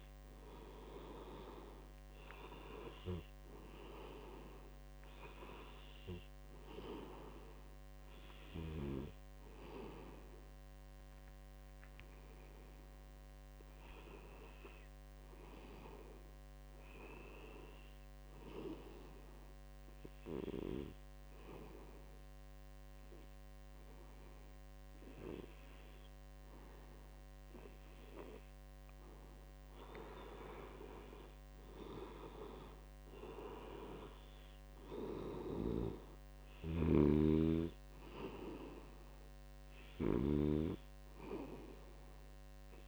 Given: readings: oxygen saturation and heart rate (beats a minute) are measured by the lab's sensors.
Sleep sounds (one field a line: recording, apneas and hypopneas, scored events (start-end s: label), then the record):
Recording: breathing in sleep by a microphone on the trachea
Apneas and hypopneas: 1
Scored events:
0.00-3.00 s: arousal
0.00-17.50 s: oxygen desaturation (device-marked, oxygen 88% lowest, heart rate 77 extreme)
19.00-31.00 s: mixed apnea (oxygen 97% before, 71% lowest, heart rate 80 before, 77 extreme, up 3 after)
32.00-35.50 s: arousal
32.50-42.88 s: oxygen desaturation (device-marked, oxygen 95% before, 88% lowest, heart rate 79 before, 72 extreme)
36.00-40.00 s: snoring (device-marked)
From the record:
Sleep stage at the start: N2 (light sleep)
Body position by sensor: on the back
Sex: male